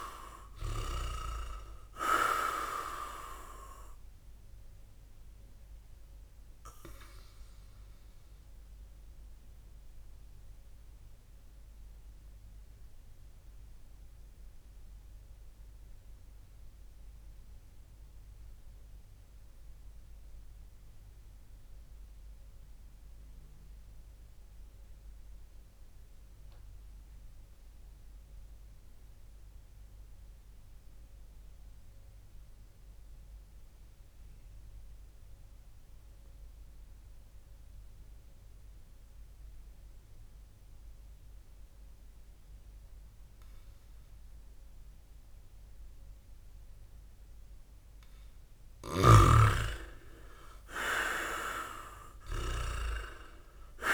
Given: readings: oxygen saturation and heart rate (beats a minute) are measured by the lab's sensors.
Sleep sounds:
breathing in sleep by a room microphone; 1
0.00-20.50 s: oxygen desaturation (device-marked, oxygen 95% lowest)
8.50-47.00 s: obstructive apnea (oxygen 100% before, 95% lowest, heart rate 54 before, 25 extreme, up 16 after)
47.50-53.94 s: oxygen desaturation (device-marked, oxygen 100% before, 96% lowest, heart rate 57 before, 25 extreme)
48.50-53.94 s: snoring (device-marked)
49.50-53.50 s: arousal
From the record:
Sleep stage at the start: N2 (light sleep); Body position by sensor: on the back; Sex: male

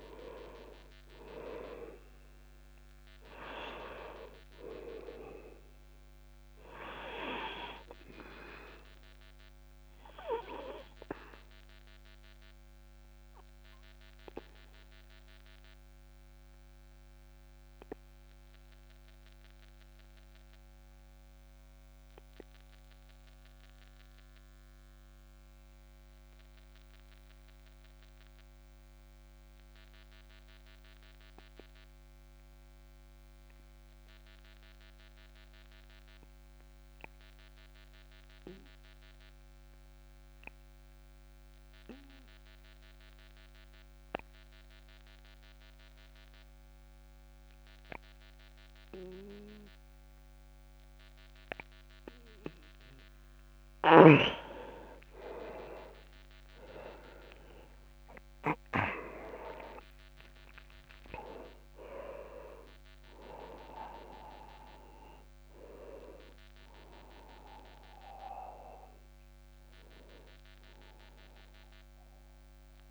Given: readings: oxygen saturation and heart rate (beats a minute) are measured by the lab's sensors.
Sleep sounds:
breathing in sleep by a microphone on the trachea; 1
1.50-27.50 s: oxygen desaturation (device-marked, oxygen 99% before, 93% lowest, heart rate 62 before, 38 extreme)
11.00-53.00 s: obstructive apnea (oxygen 100% before, 83% lowest, heart rate 60 before, 46 extreme, up 21 after)
41.50-72.91 s: oxygen desaturation (device-marked, oxygen 99% before, 83% lowest)
55.50-59.50 s: arousal
From the record:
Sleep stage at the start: N2 (light sleep); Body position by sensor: on the back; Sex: male

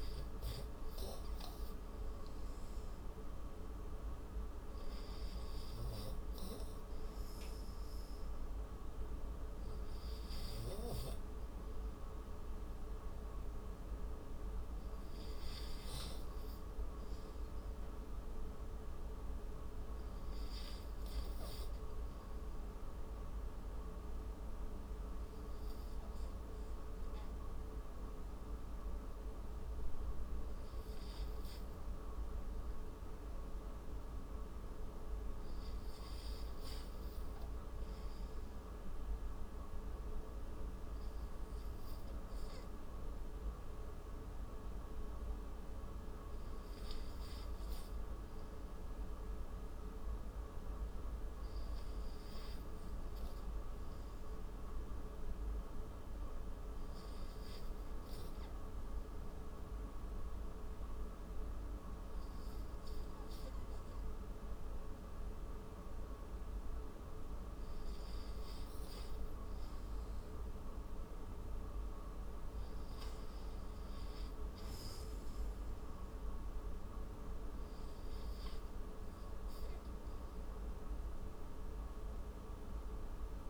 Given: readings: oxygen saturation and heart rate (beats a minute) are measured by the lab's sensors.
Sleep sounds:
breathing in sleep, hard to hear, by a room microphone; 1
5.50-26.50 s: oxygen desaturation (device-marked, oxygen 98% before, 90% lowest, heart rate 84 before, 48 extreme)
46.50-58.50 s: oxygen desaturation (device-marked, oxygen 92% before, 87% lowest, heart rate 78 before, 60 extreme)
55.50-67.50 s: hypopnea (oxygen 92% before, 83% lowest, heart rate 72 before, 62 extreme, up 26 after)
63.50-76.50 s: oxygen desaturation (device-marked, oxygen 89% before, 84% lowest, heart rate 67 before, 67 extreme)
69.00-73.00 s: arousal
78.50-83.50 s: oxygen desaturation (device-marked, oxygen 89% before, 83% lowest, heart rate 76 before, 68 extreme)
From the record:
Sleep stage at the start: REM sleep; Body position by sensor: on the right side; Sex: male

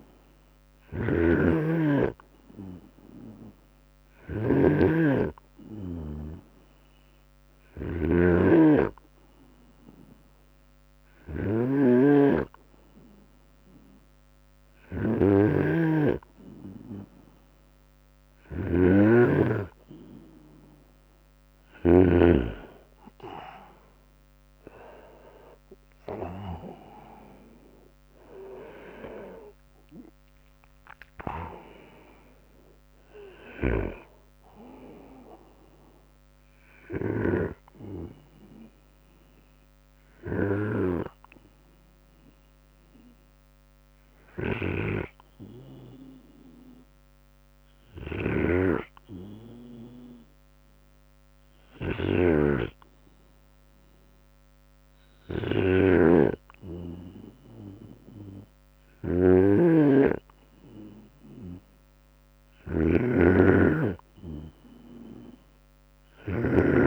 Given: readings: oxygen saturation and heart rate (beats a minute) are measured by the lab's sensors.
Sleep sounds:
breathing in sleep by a microphone on the trachea; 1
0.00-21.00 s: snoring (device-marked)
7.50-9.50 s: long interval between heartbeats (device-marked, heart rate 66 before, 71 extreme)
8.50-15.50 s: bradycardia (device-marked, heart rate 74 before, 45 extreme)
22.50-37.50 s: drop in pulse transit time (device-marked, heart rate 63 before, 68 extreme)
25.50-27.50 s: long interval between heartbeats (device-marked, heart rate 64 before, 75 extreme)
26.00-30.00 s: arousal
28.50-30.50 s: long interval between heartbeats (device-marked, heart rate 65 before, 68 extreme)
37.00-39.00 s: long interval between heartbeats (device-marked, heart rate 72 before, 68 extreme)
37.50-56.00 s: hypopnea (oxygen 96% before, 95% lowest, heart rate 73 before, 50 extreme, up 24 after)
39.50-46.50 s: bradycardia (device-marked, heart rate 74 before, 50 extreme)
40.50-42.50 s: long interval between heartbeats (device-marked, heart rate 74 before, 73 extreme)
51.00-66.87 s: snoring (device-marked)
51.50-53.50 s: long interval between heartbeats (device-marked, heart rate 66 before, 62 extreme)
58.50-62.00 s: arousal
61.50-63.50 s: long interval between heartbeats (device-marked, heart rate 63 before, 68 extreme)
62.50-66.87 s: bradycardia (device-marked, heart rate 73 before, 55 extreme)
64.00-66.00 s: long interval between heartbeats (device-marked, heart rate 64 before, 65 extreme)
From the record:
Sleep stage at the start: N2 (light sleep); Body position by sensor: on the right side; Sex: male

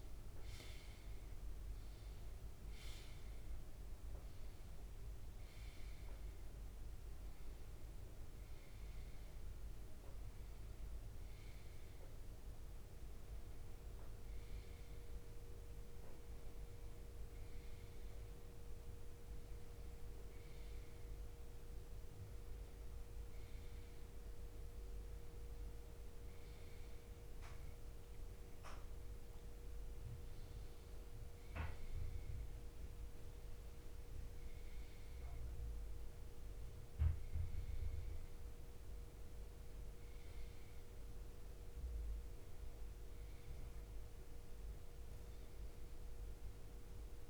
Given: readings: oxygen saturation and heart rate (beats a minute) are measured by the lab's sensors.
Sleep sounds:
breathing in sleep, hard to hear, by a room microphone; none
0.00-3.00 s: arousal
From the record:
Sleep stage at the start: N1 (lightest sleep); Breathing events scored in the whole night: 319 in 4.1 hours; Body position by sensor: on the right side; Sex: male

